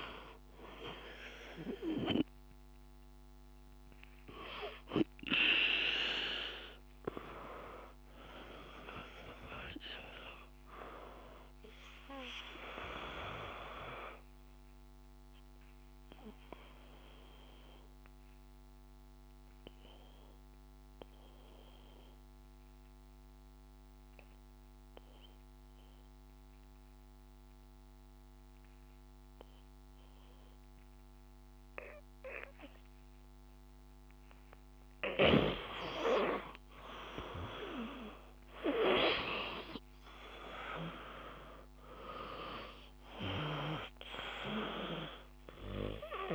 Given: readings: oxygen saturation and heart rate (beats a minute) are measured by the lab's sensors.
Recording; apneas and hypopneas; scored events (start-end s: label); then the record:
breathing in sleep by a microphone on the trachea; 1
0.00-17.00 s: oxygen desaturation (device-marked, oxygen 87% lowest, heart rate 53 extreme)
11.50-33.00 s: obstructive apnea (oxygen 97% before, 87% lowest, heart rate 55 before, 53 extreme, up 1 after)
35.50-40.00 s: arousal
37.00-46.35 s: oxygen desaturation (device-marked, oxygen 97% before, 88% lowest, heart rate 56 before, 53 extreme)
From the record:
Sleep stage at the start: N2 (light sleep); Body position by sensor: on the back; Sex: male